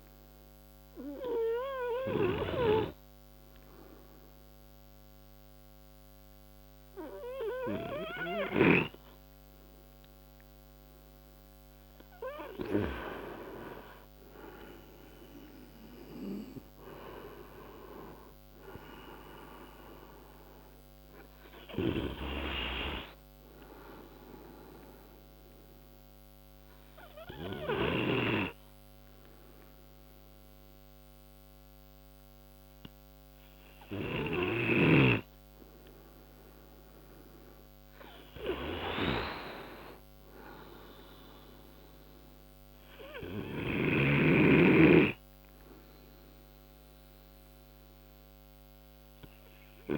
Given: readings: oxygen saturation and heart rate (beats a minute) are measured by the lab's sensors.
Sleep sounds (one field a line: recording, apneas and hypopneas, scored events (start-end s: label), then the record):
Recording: breathing in sleep by a microphone on the trachea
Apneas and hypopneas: 2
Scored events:
0.50-12.50 s: obstructive apnea (oxygen 96% before, 91% lowest, heart rate 62 before, 38 extreme, up 35 after)
14.00-18.00 s: arousal
20.50-36.50 s: oxygen desaturation (device-marked, oxygen 96% before, 91% lowest)
23.00-36.50 s: obstructive apnea (oxygen 96% before, 91% lowest)
37.50-39.50 s: arousal
43.50-49.98 s: oxygen desaturation (device-marked, oxygen 97% before, 91% lowest, heart rate 41 before, 49 extreme)
From the record:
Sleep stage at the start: N2 (light sleep)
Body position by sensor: on the right side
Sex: male